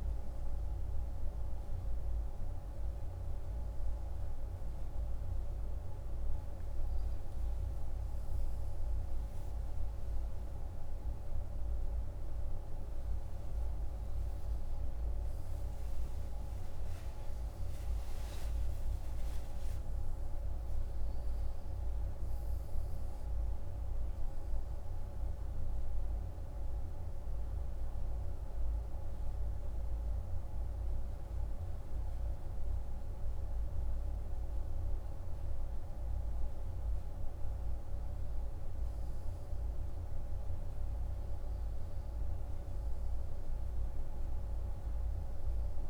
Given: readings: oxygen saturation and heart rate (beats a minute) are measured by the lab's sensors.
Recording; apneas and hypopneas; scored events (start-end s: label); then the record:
breathing in sleep, hard to hear, by a room microphone; none
9.00-13.50 s: arousal
From the record:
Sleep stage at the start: N2 (light sleep); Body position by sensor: on the right side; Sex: male